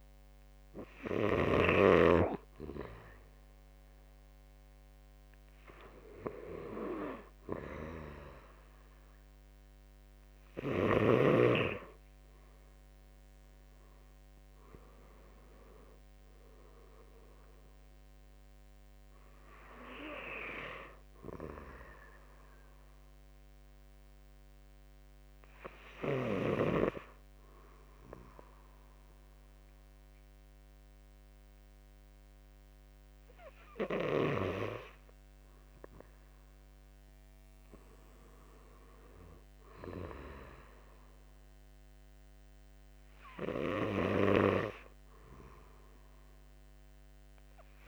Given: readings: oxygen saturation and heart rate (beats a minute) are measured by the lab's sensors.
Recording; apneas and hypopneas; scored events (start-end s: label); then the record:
breathing in sleep by a microphone on the trachea; 1
0.00-1.50 s: snoring (device-marked)
21.50-34.00 s: hypopnea (oxygen 96% before, 87% lowest, heart rate 57 before, 52 extreme, up 4 after)
37.50-40.00 s: arousal
38.50-47.88 s: oxygen desaturation (device-marked, oxygen 97% before, 92% lowest, heart rate 52 before, 52 extreme)
From the record:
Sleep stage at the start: N2 (light sleep); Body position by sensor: on the back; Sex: male